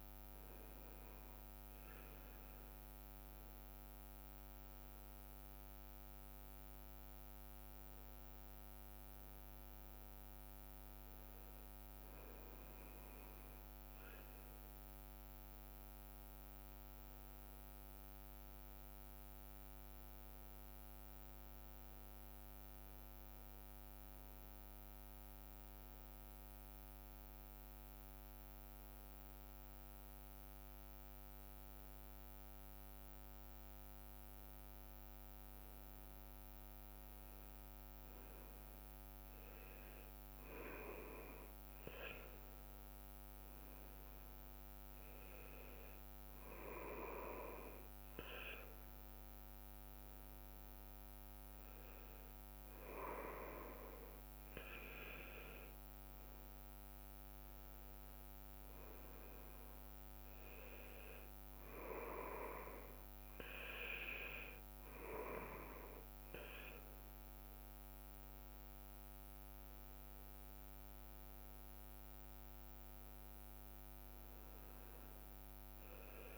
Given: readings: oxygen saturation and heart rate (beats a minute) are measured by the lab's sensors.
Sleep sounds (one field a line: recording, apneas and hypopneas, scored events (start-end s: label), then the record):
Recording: breathing in sleep by a microphone on the trachea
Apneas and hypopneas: none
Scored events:
none scored
From the record:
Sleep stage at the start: N2 (light sleep)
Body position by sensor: on the back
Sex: male